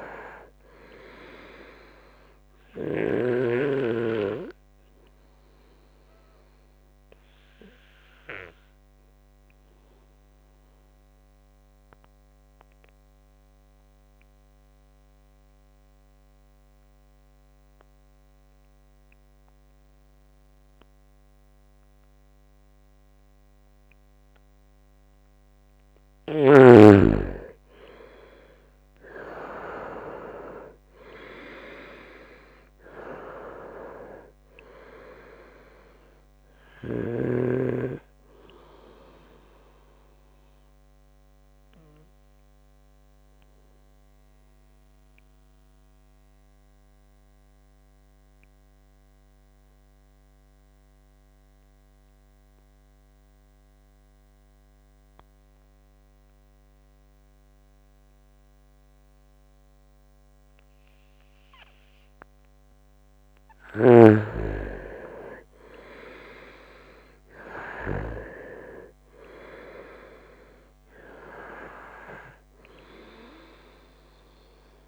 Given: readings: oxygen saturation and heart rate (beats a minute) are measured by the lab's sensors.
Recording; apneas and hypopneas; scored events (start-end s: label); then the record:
breathing in sleep by a microphone on the trachea; 2
0.00-21.50 s: oxygen desaturation (device-marked, oxygen 87% lowest, heart rate 64 extreme)
5.50-24.50 s: obstructive apnea (oxygen 99% before, 87% lowest, heart rate 69 before, 64 extreme, up 6 after)
27.00-31.00 s: arousal
27.50-54.50 s: oxygen desaturation (device-marked, oxygen 97% before, 87% lowest, heart rate 68 before, 64 extreme)
39.00-61.00 s: obstructive apnea (oxygen 97% before, 87% lowest, heart rate 70 before, 63 extreme)
63.00-66.00 s: arousal
69.50-74.88 s: oxygen desaturation (device-marked, oxygen 98% before, 87% lowest, heart rate 69 before, 63 extreme)
From the record:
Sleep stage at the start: N2 (light sleep); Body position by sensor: on the right side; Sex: male